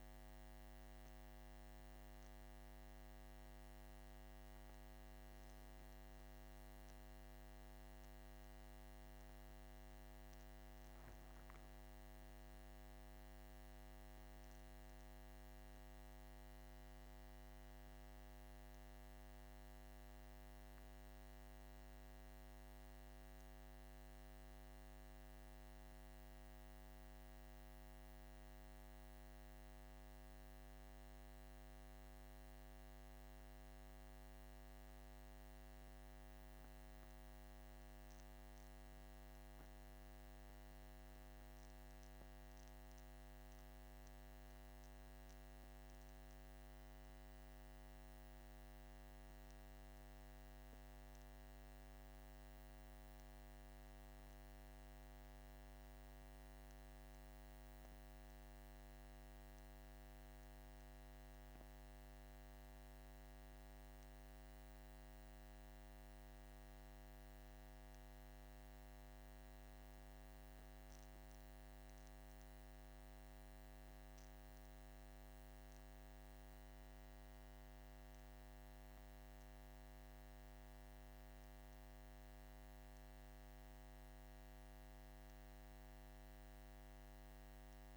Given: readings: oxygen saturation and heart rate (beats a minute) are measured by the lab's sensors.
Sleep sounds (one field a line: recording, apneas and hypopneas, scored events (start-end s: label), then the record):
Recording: breathing in sleep, hard to hear, by a microphone on the trachea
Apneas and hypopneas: 2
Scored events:
11.50-16.00 s: arousal
22.50-34.50 s: obstructive apnea (oxygen 98% before, 95% lowest, heart rate 52 before, 47 extreme, up 7 after)
37.50-42.00 s: arousal
39.00-54.00 s: oxygen desaturation (device-marked, oxygen 98% before, 95% lowest, heart rate 48 before, 49 extreme)
41.00-87.97 s: new sleep stage, N2 (light sleep)
55.50-67.00 s: hypopnea (oxygen 98% before, 95% lowest, heart rate 52 before, 49 extreme, up 5 after)
71.50-76.00 s: arousal
From the record:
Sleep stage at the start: N1 (lightest sleep)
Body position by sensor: on the back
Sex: male